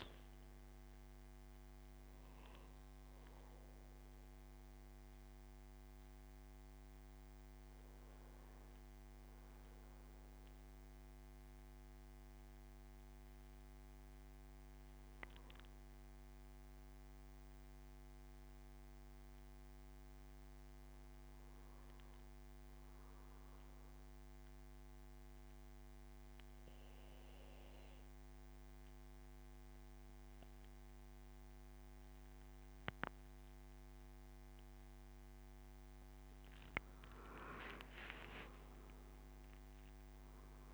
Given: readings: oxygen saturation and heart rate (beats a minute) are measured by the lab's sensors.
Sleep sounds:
breathing in sleep, hard to hear, by a microphone on the trachea; 1
0.00-11.50 s: oxygen desaturation (device-marked, oxygen 88% lowest, heart rate 66 extreme)
6.00-34.00 s: obstructive apnea (oxygen 98% before, 89% lowest, heart rate 82 before, 66 extreme, up 13 after)
35.50-39.50 s: arousal
From the record:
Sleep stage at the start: N2 (light sleep); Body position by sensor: on the back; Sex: male

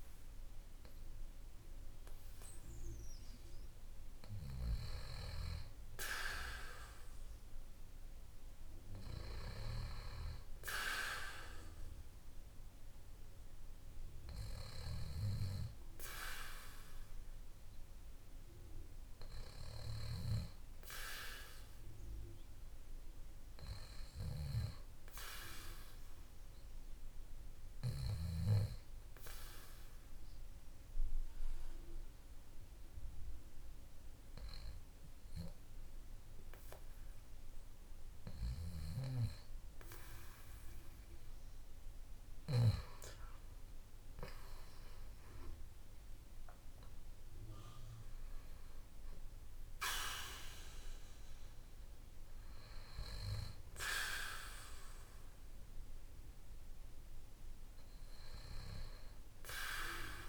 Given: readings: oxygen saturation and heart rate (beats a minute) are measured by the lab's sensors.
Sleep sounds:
breathing in sleep by a room microphone; 1
25.50-42.00 s: obstructive apnea (oxygen 97% before, 93% lowest, heart rate 55 before, 47 extreme, up 8 after)
45.00-49.50 s: arousal
From the record:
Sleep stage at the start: N2 (light sleep); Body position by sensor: on the back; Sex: male

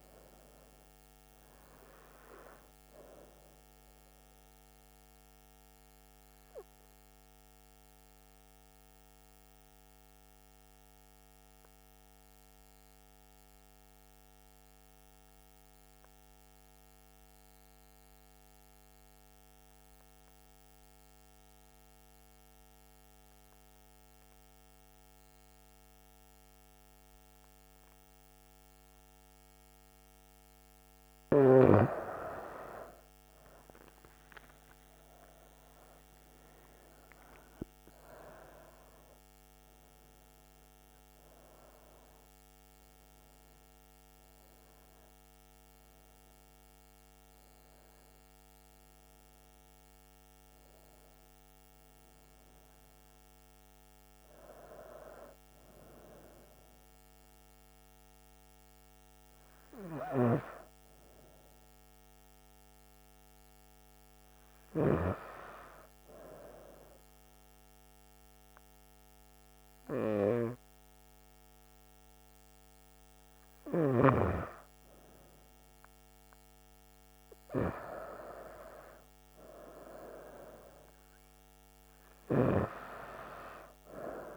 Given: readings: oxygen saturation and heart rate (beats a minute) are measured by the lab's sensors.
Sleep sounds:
breathing in sleep by a microphone on the trachea; 2
7.00-29.50 s: obstructive apnea (oxygen 98% before, 93% lowest, heart rate 72 before, 62 extreme, up 6 after)
26.50-55.50 s: oxygen desaturation (device-marked, oxygen 98% before, 93% lowest, heart rate 65 before, 59 extreme)
33.00-37.00 s: arousal
56.00-74.50 s: hypopnea (oxygen 96% before, 94% lowest, heart rate 75 before, 59 extreme, up 5 after)
77.50-82.00 s: arousal
From the record:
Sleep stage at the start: N2 (light sleep); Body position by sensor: on the right side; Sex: female

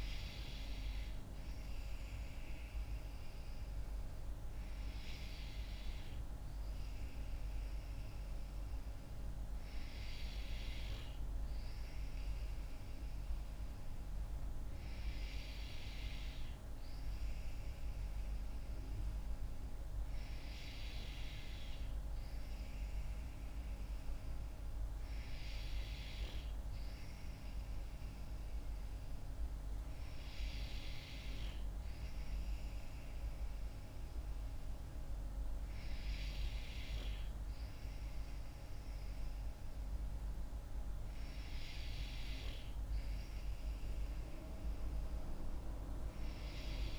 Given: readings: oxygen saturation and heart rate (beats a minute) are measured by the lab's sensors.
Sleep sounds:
breathing in sleep, hard to hear, by a room microphone; none
24.50-46.99 s: new sleep stage, N3 (deep sleep)
From the record:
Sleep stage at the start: N2 (light sleep); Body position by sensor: on the back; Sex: female

